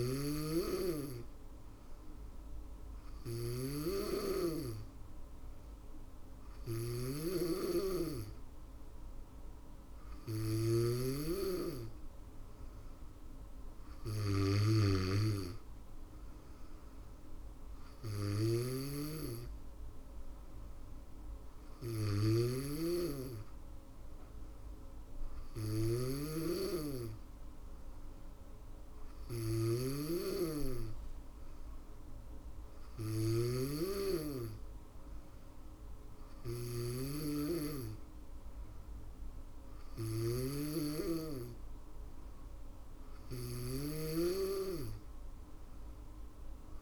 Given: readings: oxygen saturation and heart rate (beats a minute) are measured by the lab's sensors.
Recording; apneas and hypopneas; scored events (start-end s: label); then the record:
breathing in sleep by a room microphone; none
0.00-46.81 s: snoring (device-marked)
From the record:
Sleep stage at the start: N2 (light sleep); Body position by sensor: on the back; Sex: female